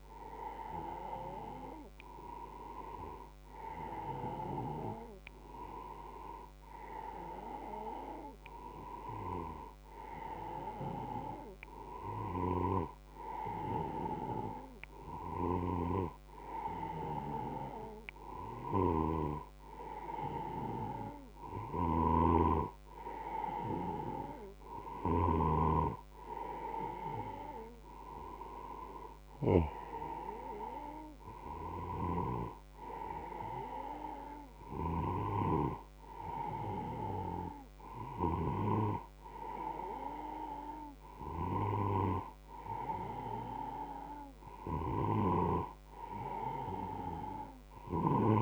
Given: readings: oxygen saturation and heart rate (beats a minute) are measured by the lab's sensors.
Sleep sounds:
breathing in sleep by a microphone on the trachea; none
12.00-15.00 s: tachycardia (device-marked, heart rate 96 before, 95 extreme)
18.50-25.00 s: snoring (device-marked)
From the record:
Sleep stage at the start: N1 (lightest sleep); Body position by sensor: on the right side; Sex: male

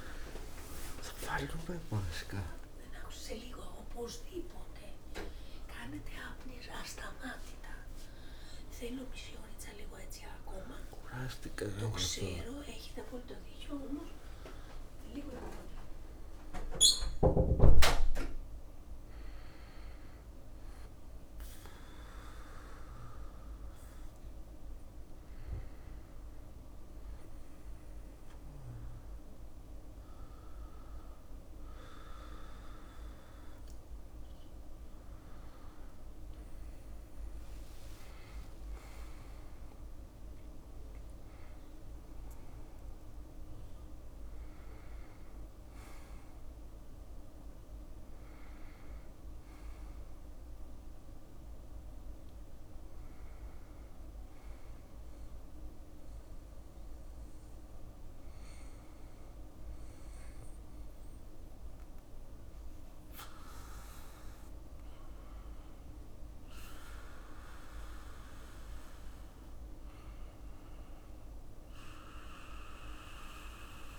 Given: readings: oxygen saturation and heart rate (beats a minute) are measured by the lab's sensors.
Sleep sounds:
a person awake in a sleep study, by a room microphone; none
29.50-35.50 s: bradycardia (device-marked, heart rate 60 before, 59 extreme)
38.50-49.50 s: drop in pulse transit time (device-marked, heart rate 62 before, 60 extreme)
47.50-62.50 s: bradycardia (device-marked, heart rate 61 before, 55 extreme)
48.50-73.99 s: new sleep stage, N1 (lightest sleep)
65.50-73.99 s: drop in pulse transit time (device-marked, heart rate 59 before, 60 extreme)
From the record:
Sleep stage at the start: awake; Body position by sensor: on the back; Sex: male

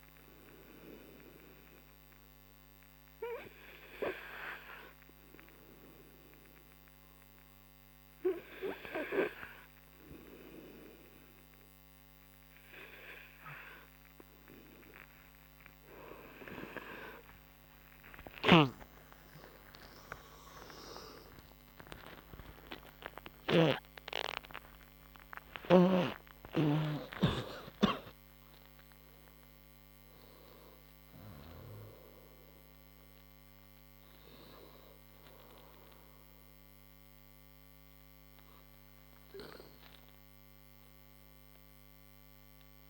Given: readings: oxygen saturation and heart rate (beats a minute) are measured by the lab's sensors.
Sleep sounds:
breathing in sleep by a microphone on the trachea; none
14.00-31.00 s: tachycardia (device-marked, heart rate 59 before, 156 extreme)
19.00-25.50 s: arousal
19.50-26.00 s: snoring (device-marked)
42.00-42.90 s: new sleep stage, N2 (light sleep)
From the record:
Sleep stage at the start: N3 (deep sleep); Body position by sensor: on the right side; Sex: male

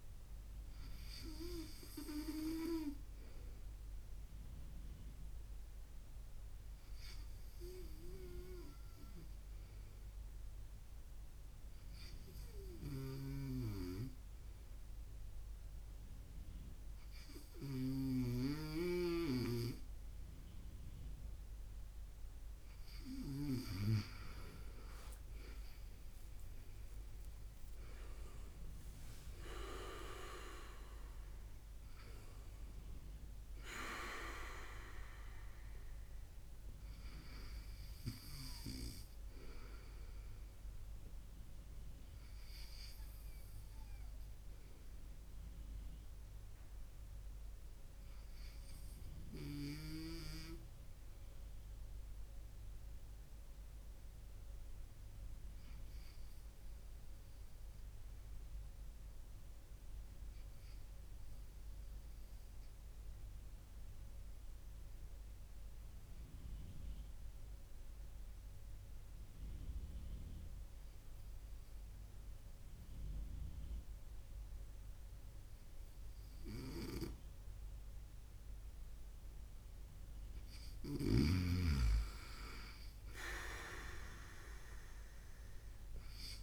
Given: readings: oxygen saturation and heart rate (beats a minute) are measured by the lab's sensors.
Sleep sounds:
breathing in sleep by a room microphone; 2
1.50-21.50 s: obstructive apnea (oxygen 95% before, 96% lowest, heart rate 70 before, 57 extreme, up 21 after)
12.50-17.50 s: snoring (device-marked)
24.50-28.00 s: arousal
46.00-79.50 s: obstructive apnea (oxygen 100% before, 97% lowest, heart rate 70 before, 54 extreme, up 7 after)
79.50-86.43 s: new sleep stage, N2 (light sleep)
80.50-86.43 s: snoring (device-marked)
82.00-86.43 s: arousal
From the record:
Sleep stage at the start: REM sleep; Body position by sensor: on the right side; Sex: male

